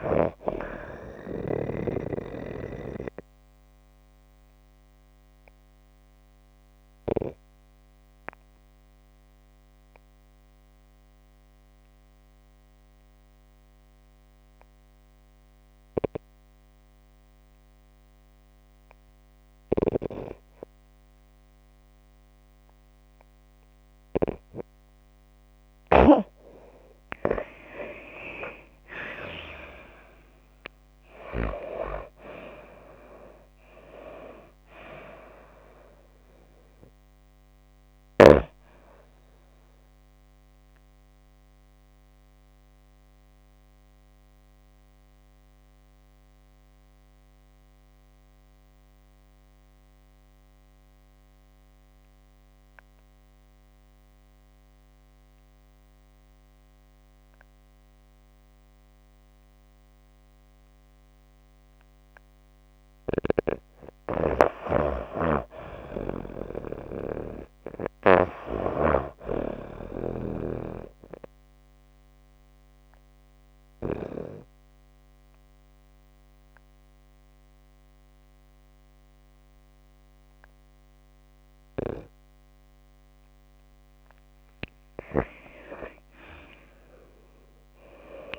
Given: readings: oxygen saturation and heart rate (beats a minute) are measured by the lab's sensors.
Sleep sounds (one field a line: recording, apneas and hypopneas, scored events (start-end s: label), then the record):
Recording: breathing in sleep by a microphone on the trachea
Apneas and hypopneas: 3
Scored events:
0.00-12.50 s: oxygen desaturation (device-marked, oxygen 89% lowest)
2.00-24.50 s: obstructive apnea (oxygen 93% before, 88% lowest)
19.00-31.00 s: snoring (device-marked)
29.00-33.50 s: arousal
29.50-48.50 s: oxygen desaturation (device-marked, oxygen 94% before, 88% lowest)
40.00-61.50 s: obstructive apnea (oxygen 94% before, 88% lowest)
62.50-66.00 s: snoring (device-marked)
63.50-67.00 s: arousal
71.00-83.00 s: obstructive apnea (oxygen 95% before, 90% lowest)
84.50-88.39 s: arousal
From the record:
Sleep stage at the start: N2 (light sleep)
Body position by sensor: on the back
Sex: female